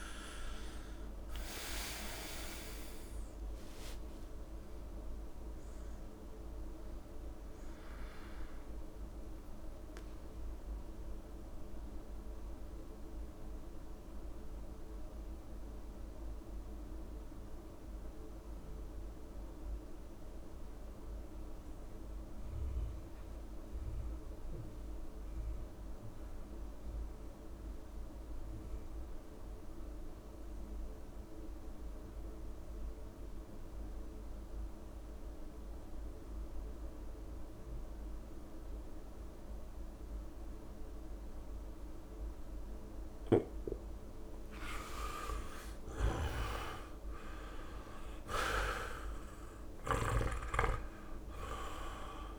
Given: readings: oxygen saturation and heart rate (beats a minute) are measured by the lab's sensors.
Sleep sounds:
breathing in sleep by a room microphone; 1
0.00-3.00 s: arousal
0.00-26.50 s: oxygen desaturation (device-marked, oxygen 83% lowest)
9.50-43.50 s: mixed apnea (oxygen 98% before, 81% lowest)
37.50-52.39 s: oxygen desaturation (device-marked, oxygen 99% before, 81% lowest)
45.00-48.50 s: arousal
From the record:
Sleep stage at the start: N2 (light sleep); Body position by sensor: on the back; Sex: male

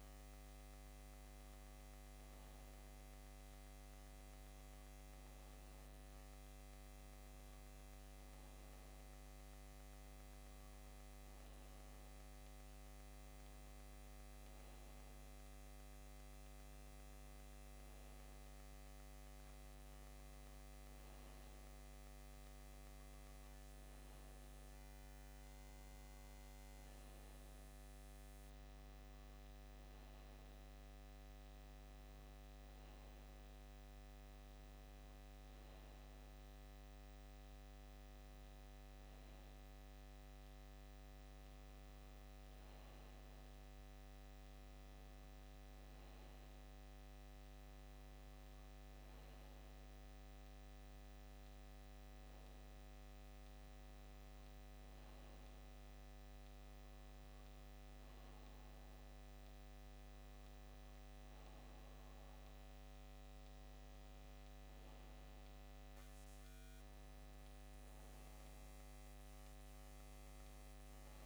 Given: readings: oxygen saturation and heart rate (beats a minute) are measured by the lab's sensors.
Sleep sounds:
breathing in sleep, hard to hear, by a microphone on the trachea; none
none scored
From the record:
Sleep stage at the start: N2 (light sleep); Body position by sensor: on the back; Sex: male

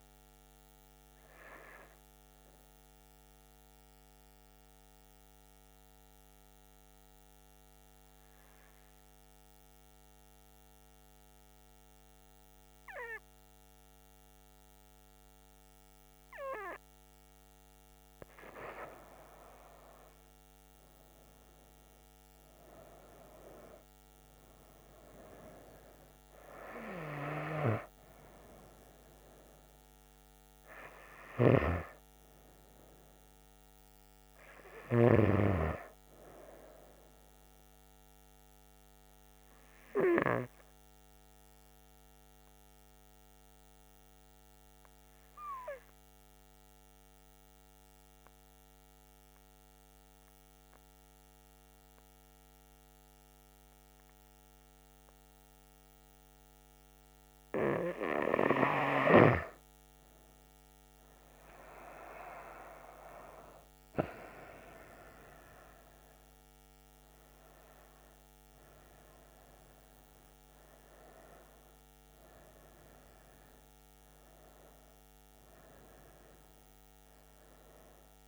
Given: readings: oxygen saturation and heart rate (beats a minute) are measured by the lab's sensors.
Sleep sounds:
breathing in sleep by a microphone on the trachea; 2
2.50-17.50 s: hypopnea (oxygen 98% before, 92% lowest, heart rate 77 before, 64 extreme, up 10 after)
19.00-24.00 s: arousal
23.00-39.00 s: oxygen desaturation (device-marked, oxygen 98% before, 94% lowest, heart rate 67 before, 65 extreme)
42.00-59.00 s: mixed apnea (oxygen 98% before, 92% lowest, heart rate 70 before, 65 extreme, up 10 after)
56.00-75.00 s: oxygen desaturation (device-marked, oxygen 97% before, 92% lowest, heart rate 67 before, 63 extreme)
62.00-66.00 s: arousal
From the record:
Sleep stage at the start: N2 (light sleep); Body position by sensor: on the back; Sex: female

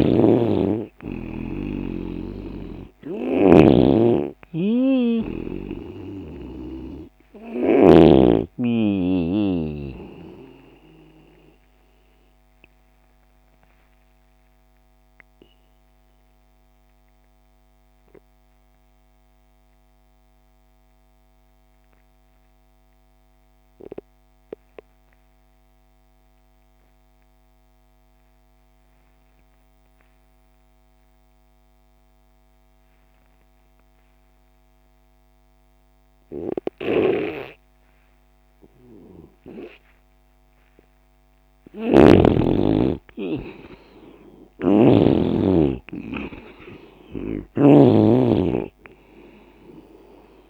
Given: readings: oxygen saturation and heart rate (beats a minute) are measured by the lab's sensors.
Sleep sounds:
breathing in sleep by a microphone on the trachea; 1
0.00-21.50 s: oxygen desaturation (device-marked, oxygen 88% lowest)
4.00-8.00 s: snoring (device-marked)
11.00-40.50 s: obstructive apnea (oxygen 97% before, 88% lowest)
36.50-42.00 s: snoring (device-marked)
40.50-50.50 s: oxygen desaturation (device-marked, oxygen 98% before, 88% lowest)
43.50-47.00 s: arousal
44.00-50.50 s: snoring (device-marked)
From the record:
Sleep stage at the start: N2 (light sleep); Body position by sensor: on the left side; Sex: male

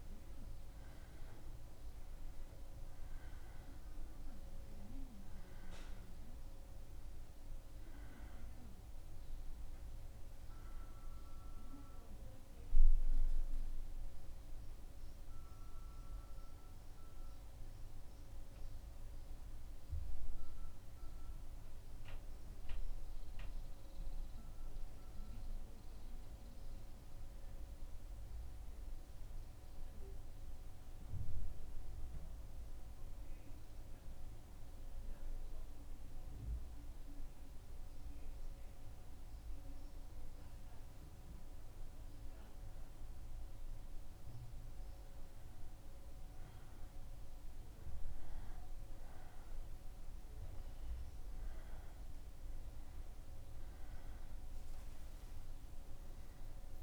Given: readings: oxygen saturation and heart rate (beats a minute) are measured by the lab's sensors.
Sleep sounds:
breathing in sleep, hard to hear, by a room microphone; 1
16.50-42.50 s: mixed apnea (oxygen 96% before, 94% lowest, heart rate 77 before, 75 extreme, up 2 after)
45.00-50.00 s: arousal
50.50-56.83 s: oxygen desaturation (device-marked, oxygen 97% before, 94% lowest, heart rate 76 before, 74 extreme)
From the record:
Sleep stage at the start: N2 (light sleep); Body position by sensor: on the back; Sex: male

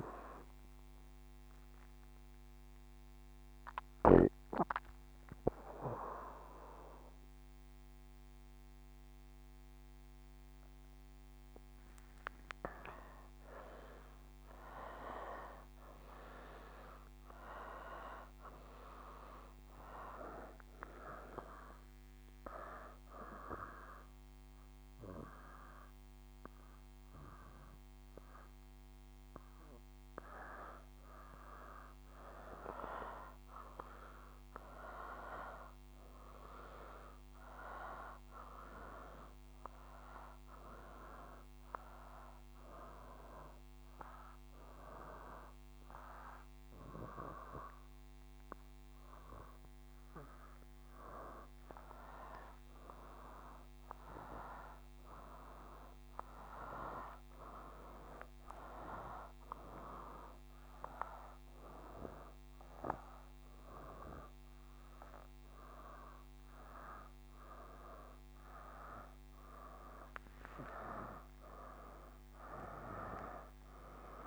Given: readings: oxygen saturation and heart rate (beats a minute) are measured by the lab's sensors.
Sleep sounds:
breathing in sleep by a microphone on the trachea; 1
2.50-9.50 s: oxygen desaturation (device-marked, oxygen 95% before, 92% lowest, heart rate 74 before, 75 extreme)
32.50-36.00 s: arousal
40.50-52.50 s: hypopnea (oxygen 97% before, 93% lowest, heart rate 77 before, 74 extreme)
54.00-57.00 s: arousal
From the record:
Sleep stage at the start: N2 (light sleep); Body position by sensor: on the back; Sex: male

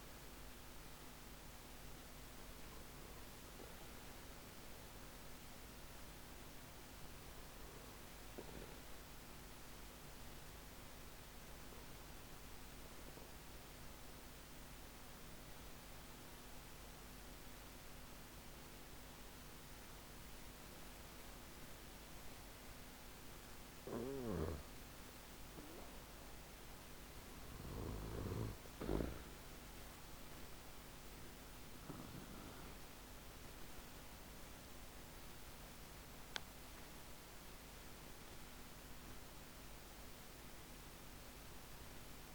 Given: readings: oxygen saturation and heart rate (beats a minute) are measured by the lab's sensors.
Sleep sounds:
breathing in sleep by a microphone on the trachea; 1
12.50-23.50 s: mixed apnea (oxygen 96% before, 93% lowest, heart rate 54 before, 49 extreme, up 6 after)
26.50-30.50 s: arousal
From the record:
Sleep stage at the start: N2 (light sleep); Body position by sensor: on the back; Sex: male

